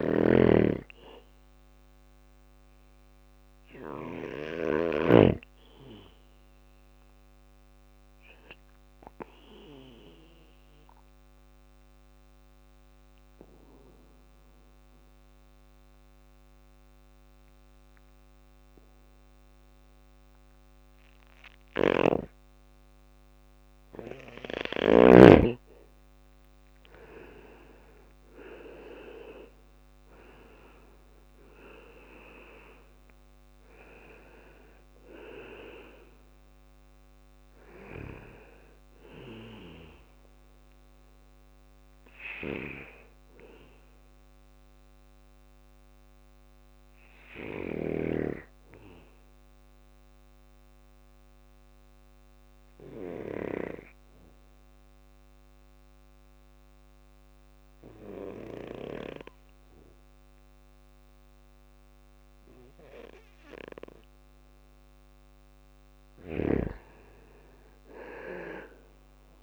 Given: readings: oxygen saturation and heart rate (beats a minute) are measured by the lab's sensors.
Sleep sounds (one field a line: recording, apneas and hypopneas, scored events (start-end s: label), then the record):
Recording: breathing in sleep by a microphone on the trachea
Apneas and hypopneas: 2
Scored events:
0.00-4.00 s: snoring (device-marked)
0.00-4.50 s: bradycardia (device-marked, heart rate 59 extreme)
0.00-8.50 s: oxygen desaturation (device-marked, oxygen 93% lowest, heart rate 58 extreme)
6.50-21.50 s: obstructive apnea (oxygen 99% before, 92% lowest, heart rate 62 before, 60 extreme, up 4 after)
20.50-24.00 s: snoring (device-marked)
23.00-26.00 s: arousal
25.50-36.50 s: oxygen desaturation (device-marked, oxygen 98% before, 94% lowest, heart rate 61 before, 60 extreme)
26.50-38.50 s: drop in pulse transit time (device-marked, heart rate 61 before, 62 extreme)
36.00-39.50 s: arousal
38.50-49.50 s: oxygen desaturation (device-marked, oxygen 96% before, 92% lowest, heart rate 62 before, 59 extreme)
42.50-63.00 s: obstructive apnea (oxygen 98% before, 92% lowest, heart rate 62 before, 58 extreme, up 2 after)
64.50-68.50 s: arousal
65.00-69.43 s: snoring (device-marked)
From the record:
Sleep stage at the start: N2 (light sleep)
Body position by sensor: on the back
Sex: male